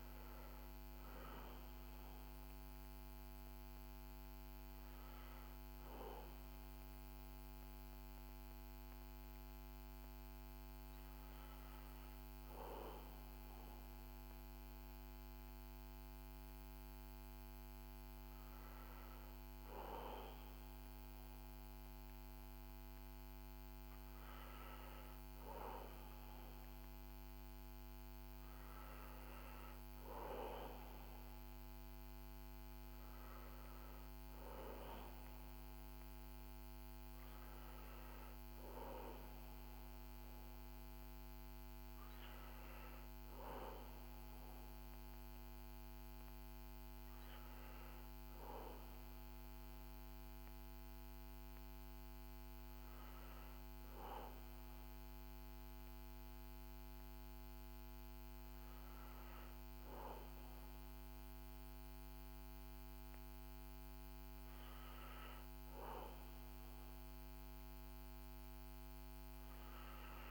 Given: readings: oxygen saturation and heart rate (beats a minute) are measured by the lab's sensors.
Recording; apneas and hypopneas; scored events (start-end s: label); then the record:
breathing in sleep by a microphone on the trachea; none
none scored
From the record:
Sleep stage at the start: N1 (lightest sleep); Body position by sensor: on the back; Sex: male